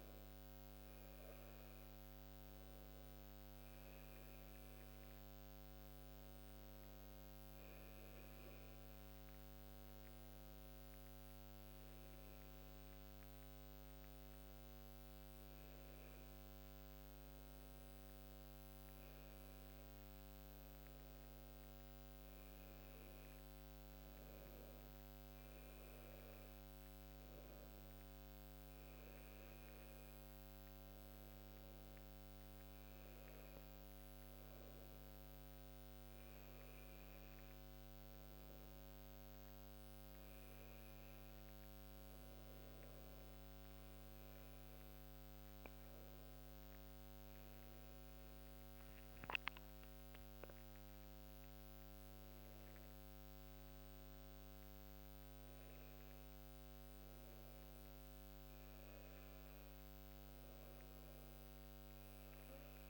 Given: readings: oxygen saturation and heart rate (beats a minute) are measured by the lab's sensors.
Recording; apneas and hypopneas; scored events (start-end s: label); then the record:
breathing in sleep, hard to hear, by a microphone on the trachea; none
none scored
From the record:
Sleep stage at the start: N2 (light sleep); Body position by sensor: on the back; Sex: female